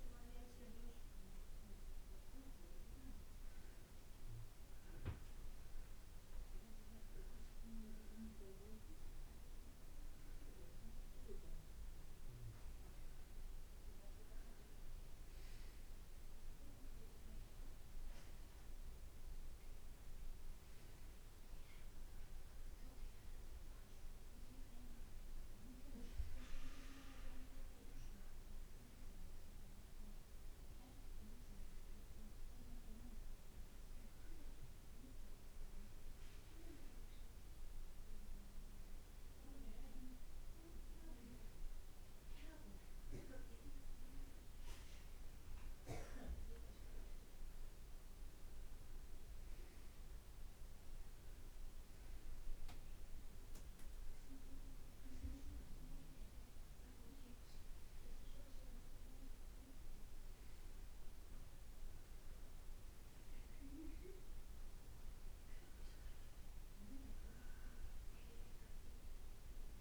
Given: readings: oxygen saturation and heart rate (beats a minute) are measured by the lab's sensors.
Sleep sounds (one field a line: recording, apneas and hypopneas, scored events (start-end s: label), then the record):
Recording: breathing in sleep by a room microphone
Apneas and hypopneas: none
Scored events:
none scored
From the record:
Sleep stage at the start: N2 (light sleep)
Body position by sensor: on the back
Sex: male